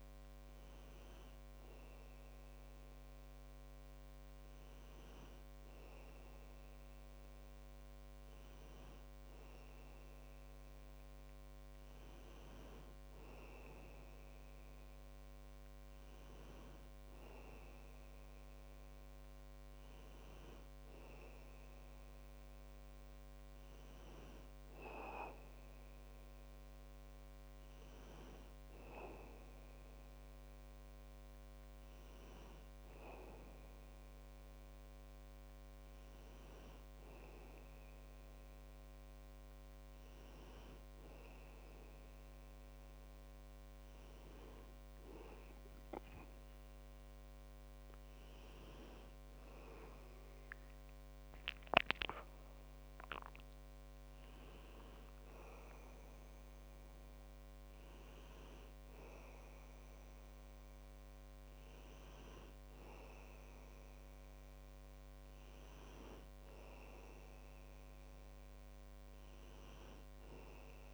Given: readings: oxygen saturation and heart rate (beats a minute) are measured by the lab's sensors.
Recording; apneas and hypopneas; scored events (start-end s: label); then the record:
a person partly awake in a sleep study, hard to hear, by a microphone on the trachea; none
43.00-70.94 s: new sleep stage, awake
From the record:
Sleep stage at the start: N1 (lightest sleep); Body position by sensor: on the back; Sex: male